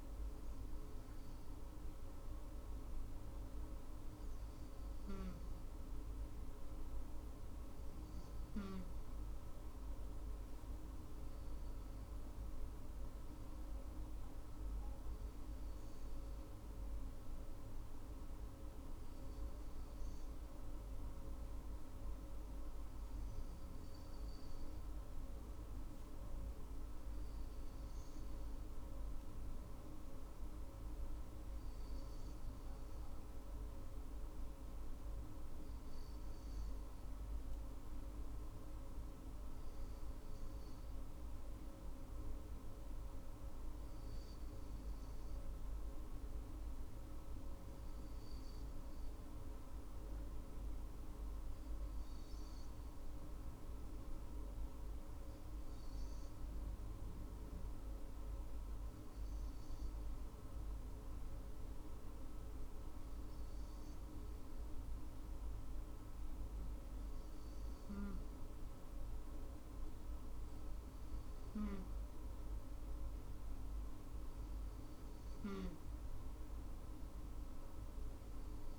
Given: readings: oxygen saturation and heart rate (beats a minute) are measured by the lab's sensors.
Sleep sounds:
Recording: breathing in sleep, hard to hear, by a room microphone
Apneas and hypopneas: none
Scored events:
none scored
From the record:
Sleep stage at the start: N2 (light sleep)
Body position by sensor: on the right side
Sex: female

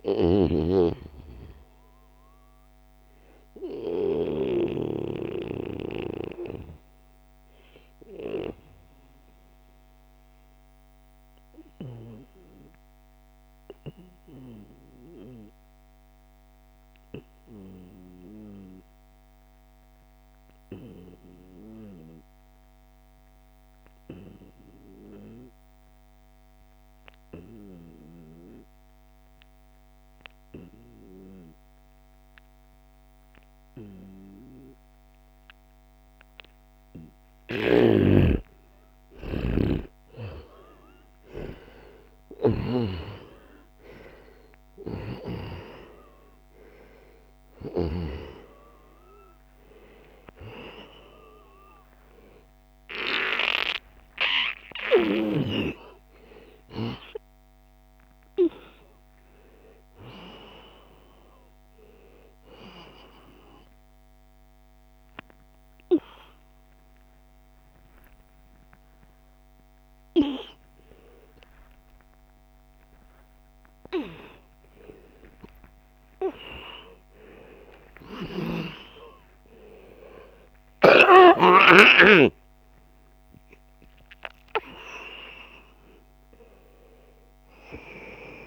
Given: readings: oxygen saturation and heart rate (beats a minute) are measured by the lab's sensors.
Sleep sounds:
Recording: a person awake in a sleep study, by a microphone on the trachea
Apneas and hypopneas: 1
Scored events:
0.00-11.50 s: oxygen desaturation (device-marked, oxygen 90% lowest, heart rate 65 extreme)
4.50-36.50 s: obstructive apnea (oxygen 97% before, 87% lowest, heart rate 76 before, 67 extreme, up 7 after)
27.50-87.50 s: new sleep stage, awake
28.50-66.50 s: oxygen desaturation (device-marked, oxygen 98% before, 87% lowest, heart rate 75 before, 67 extreme)
37.00-47.50 s: snoring (device-marked)
50.00-52.00 s: long interval between heartbeats (device-marked, heart rate 72 before, 99 extreme)
64.00-66.00 s: long interval between heartbeats (device-marked, heart rate 95 before, 102 extreme)
67.50-69.50 s: long interval between heartbeats (device-marked, heart rate 101 before, 127 extreme)
70.50-72.50 s: long interval between heartbeats (device-marked, heart rate 106 before, 123 extreme)
73.00-75.00 s: long interval between heartbeats (device-marked, heart rate 108 before, 131 extreme)
77.50-81.50 s: snoring (device-marked)
78.00-80.00 s: long interval between heartbeats (device-marked, heart rate 114 before, 119 extreme)
87.50-88.47 s: new sleep stage, N1 (lightest sleep)
From the record:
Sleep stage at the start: N2 (light sleep)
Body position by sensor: on the right side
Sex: male

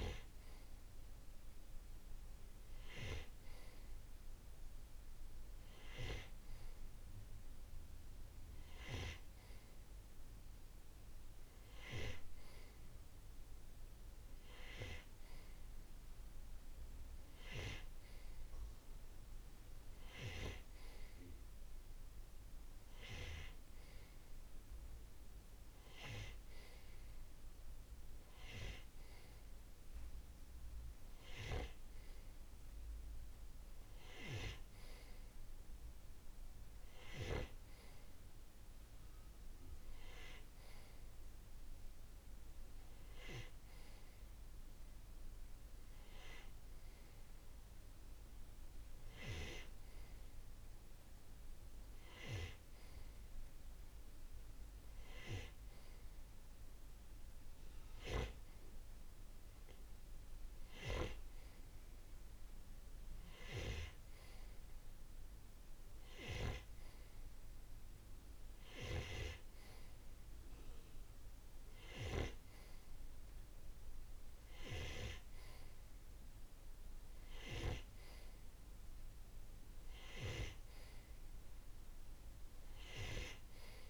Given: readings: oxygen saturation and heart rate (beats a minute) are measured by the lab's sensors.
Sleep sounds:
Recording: breathing in sleep by a room microphone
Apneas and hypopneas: none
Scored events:
none scored
From the record:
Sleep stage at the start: N2 (light sleep)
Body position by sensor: on the right side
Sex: male

